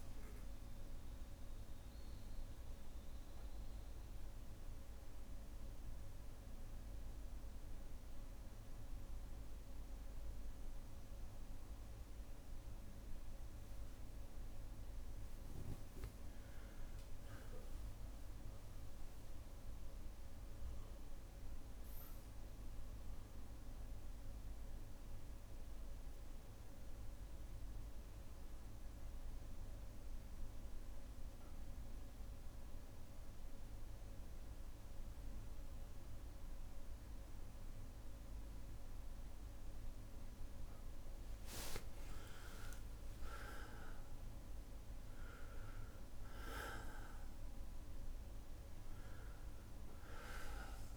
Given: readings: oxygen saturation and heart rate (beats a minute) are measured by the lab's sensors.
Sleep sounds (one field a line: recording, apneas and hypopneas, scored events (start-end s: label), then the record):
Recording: breathing in sleep, hard to hear, by a room microphone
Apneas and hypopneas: 2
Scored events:
0.00-15.00 s: bradycardia (device-marked, heart rate 61 before, 55 extreme)
0.50-13.50 s: obstructive apnea (oxygen 99% before, 94% lowest, heart rate 66 before, 55 extreme, up 6 after)
15.50-19.50 s: arousal
23.00-38.00 s: bradycardia (device-marked, heart rate 61 before, 57 extreme)
24.50-39.50 s: obstructive apnea (oxygen 99% before, 93% lowest, heart rate 58 before, 57 extreme, up 14 after)
41.00-43.00 s: long interval between heartbeats (device-marked, heart rate 58 before, 68 extreme)
41.50-46.00 s: arousal
42.00-50.97 s: oxygen desaturation (device-marked, oxygen 98% before, 94% lowest, heart rate 59 before, 57 extreme)
From the record:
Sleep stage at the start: N2 (light sleep)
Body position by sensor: on the back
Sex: male